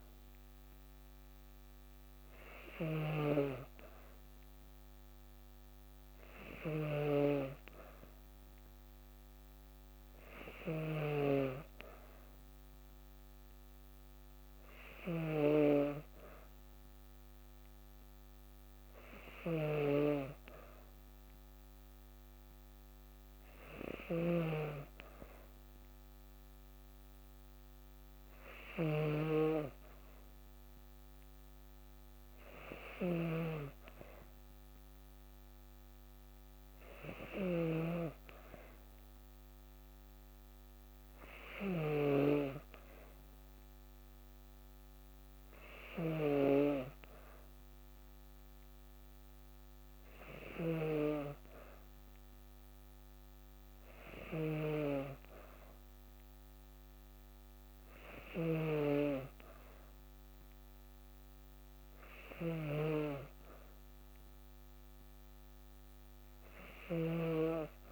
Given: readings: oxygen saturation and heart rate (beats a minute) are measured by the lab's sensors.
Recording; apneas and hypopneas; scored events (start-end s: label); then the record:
breathing in sleep by a microphone on the trachea; none
0.00-50.50 s: snoring (device-marked)
66.50-67.91 s: snoring (device-marked)
From the record:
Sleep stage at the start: N2 (light sleep); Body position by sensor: on the back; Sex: female